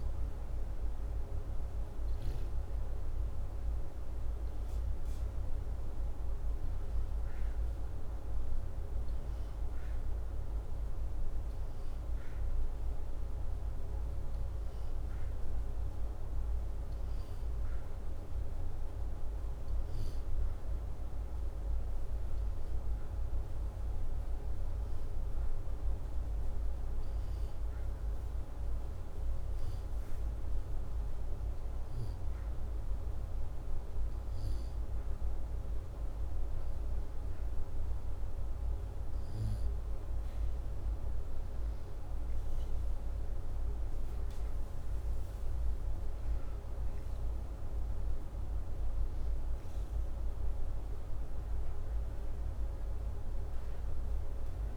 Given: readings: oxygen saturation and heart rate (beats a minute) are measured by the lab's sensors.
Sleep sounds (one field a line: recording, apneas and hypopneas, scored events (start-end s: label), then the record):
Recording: breathing in sleep, hard to hear, by a room microphone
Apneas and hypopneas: none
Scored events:
none scored
From the record:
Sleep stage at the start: N2 (light sleep)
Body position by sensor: upright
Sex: male